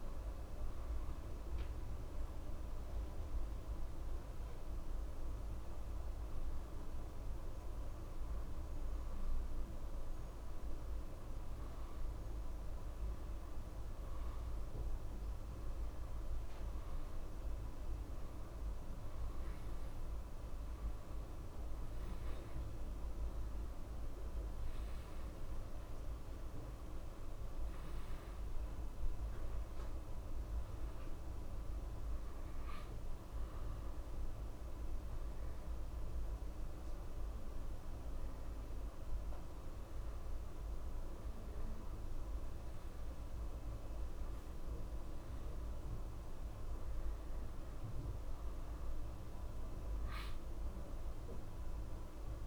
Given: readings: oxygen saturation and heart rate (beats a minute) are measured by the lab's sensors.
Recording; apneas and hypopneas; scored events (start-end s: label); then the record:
breathing in sleep, hard to hear, by a room microphone; none
none scored
From the record:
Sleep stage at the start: N2 (light sleep); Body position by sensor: on the back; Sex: male